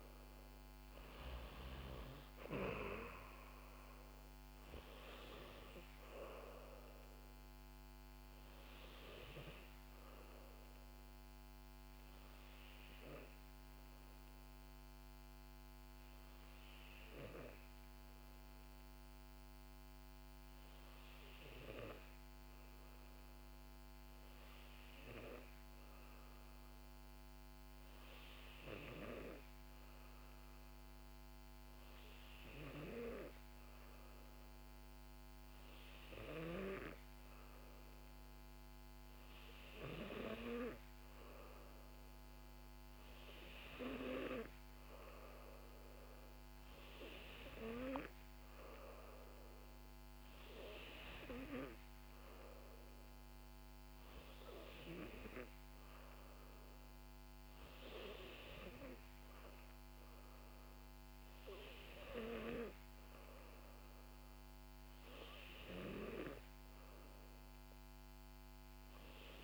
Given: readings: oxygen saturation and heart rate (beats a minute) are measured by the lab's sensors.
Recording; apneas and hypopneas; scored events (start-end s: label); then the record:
breathing in sleep by a microphone on the trachea; 1
0.00-19.00 s: oxygen desaturation (device-marked, oxygen 91% lowest, heart rate 56 extreme)
13.00-25.50 s: hypopnea (oxygen 96% before, 91% lowest, heart rate 62 before, 56 extreme, up 6 after)
26.50-31.00 s: arousal
38.00-65.00 s: oxygen desaturation (device-marked, oxygen 95% before, 91% lowest, heart rate 59 before, 61 extreme)
65.00-68.50 s: arousal
From the record:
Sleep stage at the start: N2 (light sleep); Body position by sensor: on the back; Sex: female